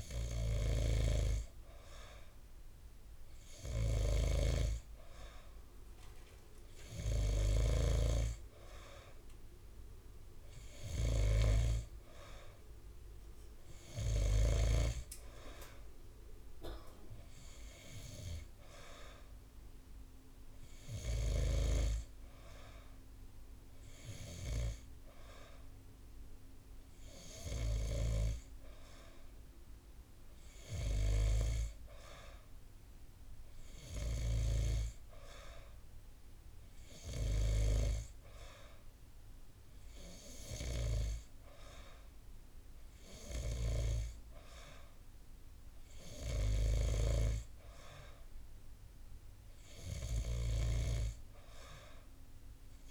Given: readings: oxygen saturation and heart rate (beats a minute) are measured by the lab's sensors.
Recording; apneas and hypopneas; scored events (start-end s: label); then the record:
breathing in sleep by a room microphone; none
none scored
From the record:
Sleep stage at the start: N2 (light sleep); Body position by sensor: on the back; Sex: male